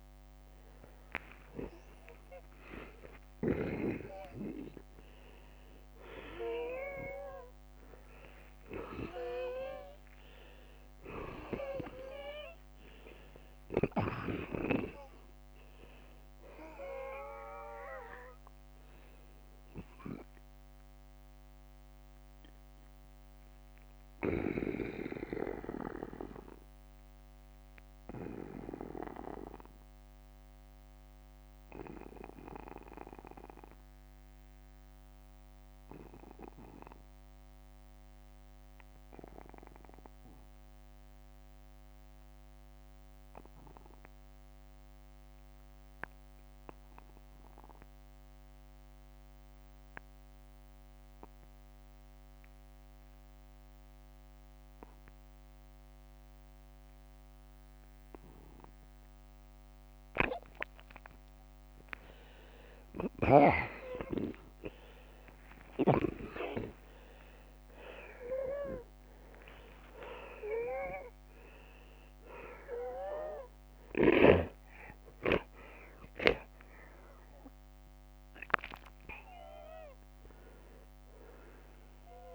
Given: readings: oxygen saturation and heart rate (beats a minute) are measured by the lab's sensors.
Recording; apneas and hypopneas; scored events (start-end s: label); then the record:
breathing in sleep by a microphone on the trachea; 1
1.50-7.50 s: arousal
12.00-43.00 s: oxygen desaturation (device-marked, oxygen 96% before, 85% lowest, heart rate 60 before, 46 extreme)
31.50-61.00 s: obstructive apnea (oxygen 96% before, 84% lowest, heart rate 61 before, 47 extreme, up 10 after)
58.00-73.00 s: oxygen desaturation (device-marked, oxygen 95% before, 91% lowest, heart rate 54 before, 50 extreme)
62.50-66.50 s: arousal
64.50-66.50 s: long interval between heartbeats (device-marked, heart rate 54 before, 53 extreme)
75.00-77.00 s: long interval between heartbeats (device-marked, heart rate 54 before, 60 extreme)
From the record:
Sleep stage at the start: N2 (light sleep); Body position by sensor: on the back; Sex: male